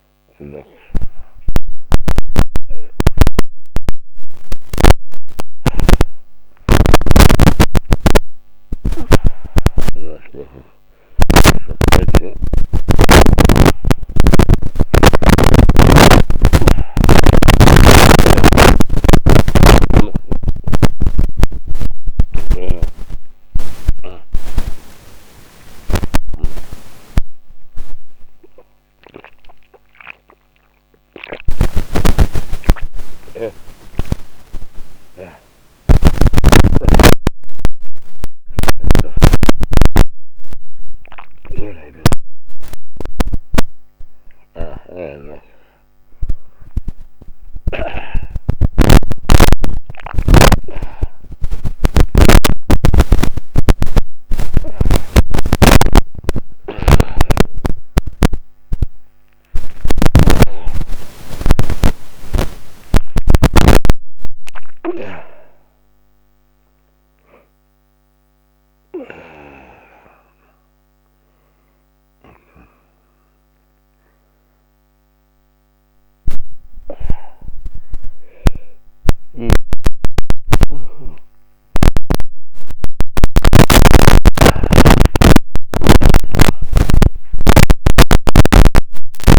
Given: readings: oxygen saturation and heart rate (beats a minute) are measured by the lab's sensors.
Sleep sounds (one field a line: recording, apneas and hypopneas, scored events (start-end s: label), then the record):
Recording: a person awake in a sleep study, by a microphone on the trachea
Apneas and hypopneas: none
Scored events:
none scored
From the record:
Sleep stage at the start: awake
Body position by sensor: on the back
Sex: male